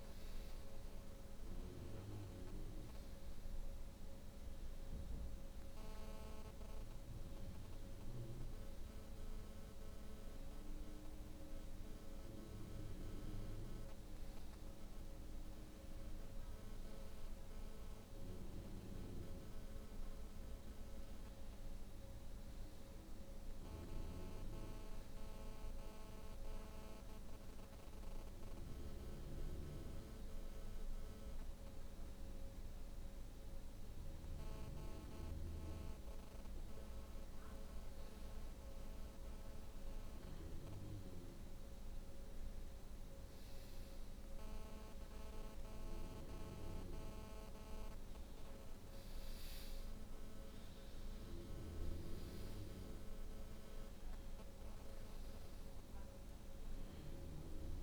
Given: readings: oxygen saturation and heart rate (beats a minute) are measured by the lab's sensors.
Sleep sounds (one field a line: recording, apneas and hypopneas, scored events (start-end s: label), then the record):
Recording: breathing in sleep by a room microphone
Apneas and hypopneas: none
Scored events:
none scored
From the record:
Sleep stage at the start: N2 (light sleep)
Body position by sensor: on the back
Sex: female